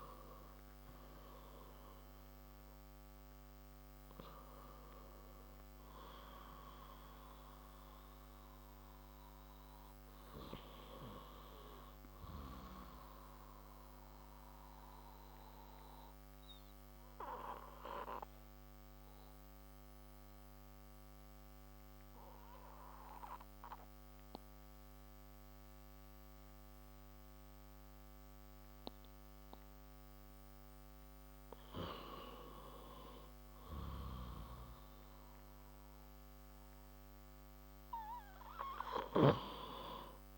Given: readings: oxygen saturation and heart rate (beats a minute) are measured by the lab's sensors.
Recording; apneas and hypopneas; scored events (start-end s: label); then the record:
breathing in sleep by a microphone on the trachea; 1
0.00-25.50 s: oxygen desaturation (device-marked, oxygen 89% lowest, heart rate 55 extreme)
13.50-30.50 s: obstructive apnea (oxygen 96% before, 89% lowest, heart rate 69 before, 55 extreme, up 12 after)
32.00-37.00 s: arousal
From the record:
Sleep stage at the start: N2 (light sleep); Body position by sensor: on the left side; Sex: male